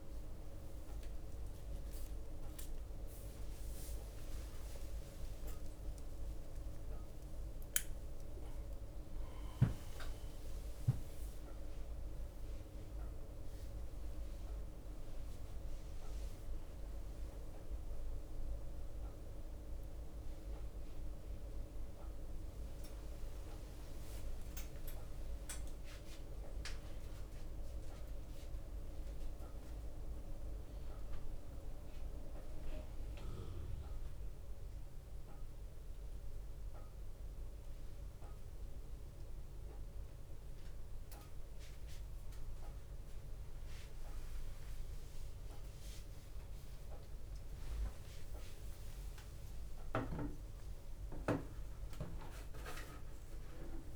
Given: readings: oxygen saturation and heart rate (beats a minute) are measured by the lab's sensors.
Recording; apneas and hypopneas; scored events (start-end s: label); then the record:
a person awake in a sleep study, by a room microphone; none
0.00-1.00 s: drop in pulse transit time (device-marked, heart rate 44 extreme)
0.50-2.50 s: long interval between heartbeats (device-marked, heart rate 54 before, 55 extreme)
5.00-10.00 s: drop in pulse transit time (device-marked, heart rate 56 before, 63 extreme)
10.00-12.00 s: long interval between heartbeats (device-marked, heart rate 60 before, 81 extreme)
25.00-32.00 s: drop in pulse transit time (device-marked, heart rate 75 before, 65 extreme)
27.00-30.00 s: tachycardia (device-marked, heart rate 59 before, 92 extreme)
28.00-30.00 s: long interval between heartbeats (device-marked, heart rate 75 before, 84 extreme)
34.00-36.00 s: long interval between heartbeats (device-marked, heart rate 80 before, 89 extreme)
34.00-38.00 s: bradycardia (device-marked, heart rate 59 before, 46 extreme)
39.00 s: drop in pulse transit time (device-marked)
40.00-53.96 s: tachycardia (device-marked, heart rate 59 before, 152 extreme)
41.50-43.50 s: long interval between heartbeats (device-marked, heart rate 76 before, 62 extreme)
43.50-45.50 s: long interval between heartbeats (device-marked, heart rate 75 before, 124 extreme)
46.00-47.00 s: drop in pulse transit time (device-marked, heart rate 84 before, 127 extreme)
50.00-52.00 s: long interval between heartbeats (device-marked, heart rate 93 before, 116 extreme)
51.00-53.96 s: drop in pulse transit time (device-marked, heart rate 94 before, 96 extreme)
52.00-53.96 s: long interval between heartbeats (device-marked, heart rate 95 before, 143 extreme)
From the record:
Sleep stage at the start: awake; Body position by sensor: upright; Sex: male